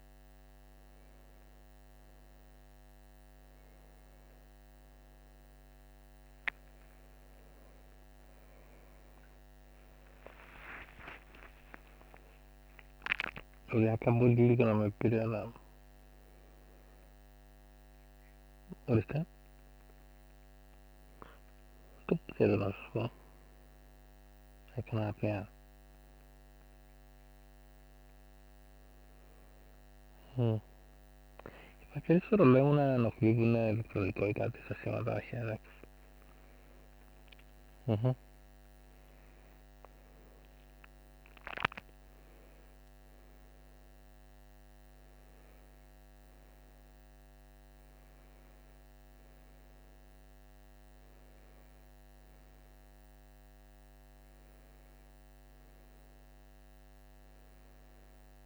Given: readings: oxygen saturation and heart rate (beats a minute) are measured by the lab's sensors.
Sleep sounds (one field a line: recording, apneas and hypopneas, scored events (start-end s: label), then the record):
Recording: a person awake in a sleep study, by a microphone on the trachea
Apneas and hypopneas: none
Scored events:
3.50-58.46 s: new sleep stage, awake
From the record:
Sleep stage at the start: N3 (deep sleep)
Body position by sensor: on the right side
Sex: male